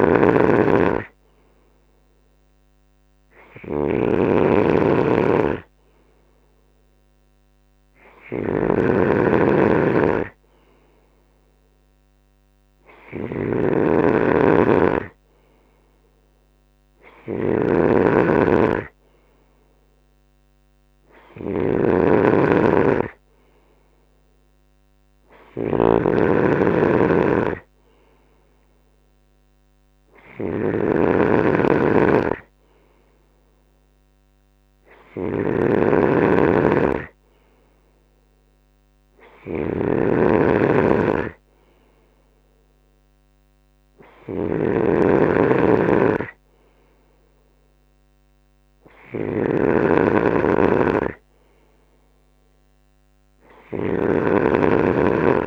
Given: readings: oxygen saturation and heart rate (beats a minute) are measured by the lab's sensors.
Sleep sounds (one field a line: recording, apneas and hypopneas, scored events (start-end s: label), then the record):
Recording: breathing in sleep by a microphone on the trachea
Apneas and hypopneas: none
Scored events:
0.00-55.47 s: snoring (device-marked)
32.50-55.47 s: new sleep stage, N3 (deep sleep)
From the record:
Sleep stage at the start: N2 (light sleep)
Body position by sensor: on the right side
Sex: male